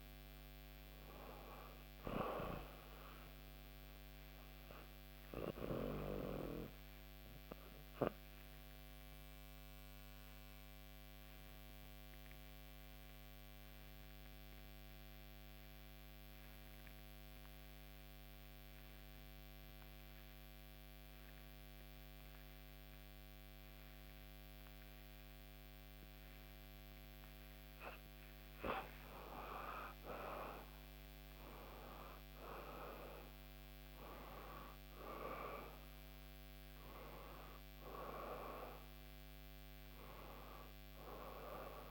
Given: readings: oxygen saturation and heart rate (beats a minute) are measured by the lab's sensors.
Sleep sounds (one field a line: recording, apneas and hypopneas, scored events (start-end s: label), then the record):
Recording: breathing in sleep by a microphone on the trachea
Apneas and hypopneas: 1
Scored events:
6.00-27.00 s: obstructive apnea (oxygen 96% before, 91% lowest, heart rate 71 before, 64 extreme, up 7 after)
28.50-32.00 s: arousal
30.50-41.91 s: oxygen desaturation (device-marked, oxygen 97% before, 91% lowest, heart rate 65 before, 64 extreme)
From the record:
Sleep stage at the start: REM sleep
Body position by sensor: on the back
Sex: female